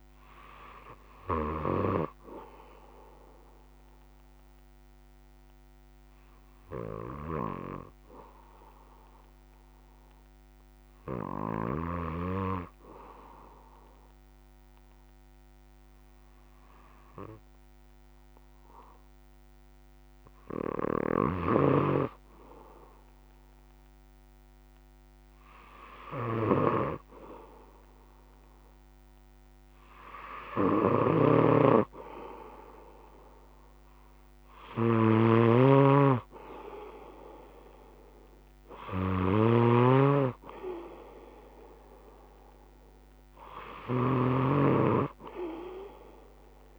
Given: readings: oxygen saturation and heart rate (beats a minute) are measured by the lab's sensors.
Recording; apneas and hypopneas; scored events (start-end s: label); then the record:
breathing in sleep by a microphone on the trachea; 1
5.50-20.50 s: hypopnea (oxygen 99% before, 96% lowest, heart rate 61 before, 59 extreme, up 2 after)
31.00-39.50 s: snoring (device-marked)
From the record:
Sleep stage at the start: N1 (lightest sleep); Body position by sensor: on the back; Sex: male